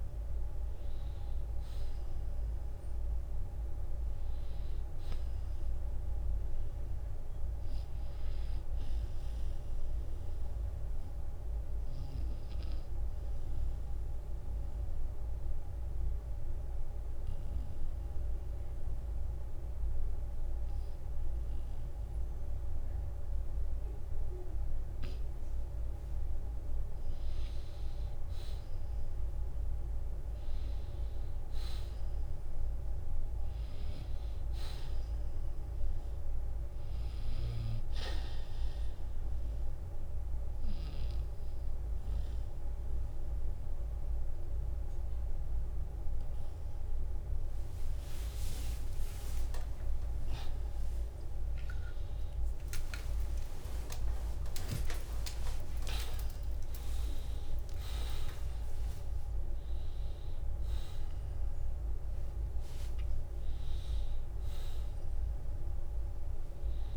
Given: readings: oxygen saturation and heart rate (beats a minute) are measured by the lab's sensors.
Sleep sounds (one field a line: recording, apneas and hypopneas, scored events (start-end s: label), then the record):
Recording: a person partly awake in a sleep study, hard to hear, by a room microphone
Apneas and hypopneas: 2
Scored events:
0.50-4.50 s: arousal
9.50-25.50 s: obstructive apnea (oxygen 95% before, 87% lowest, heart rate 57 before, 49 extreme, up 19 after)
10.00-12.00 s: long interval between heartbeats (device-marked, heart rate 57 before, 65 extreme)
11.50-22.50 s: oxygen desaturation (device-marked, oxygen 93% before, 87% lowest, heart rate 58 before, 49 extreme)
21.00-23.00 s: long interval between heartbeats (device-marked, heart rate 61 before, 54 extreme)
27.50-32.00 s: arousal
38.50-48.50 s: obstructive apnea (oxygen 96% before, 88% lowest, heart rate 59 before, 57 extreme, up 50 after)
39.50-41.50 s: long interval between heartbeats (device-marked, heart rate 60 before, 56 extreme)
43.50-54.50 s: oxygen desaturation (device-marked, oxygen 95% before, 88% lowest, heart rate 61 before, 57 extreme)
49.50-66.97 s: new sleep stage, awake
50.50-56.50 s: tachycardia (device-marked, heart rate 58 before, 106 extreme)
53.00-55.00 s: long interval between heartbeats (device-marked, heart rate 62 before, 92 extreme)
57.50-59.50 s: long interval between heartbeats (device-marked, heart rate 72 before, 115 extreme)
From the record:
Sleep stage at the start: N2 (light sleep)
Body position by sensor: on the back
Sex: male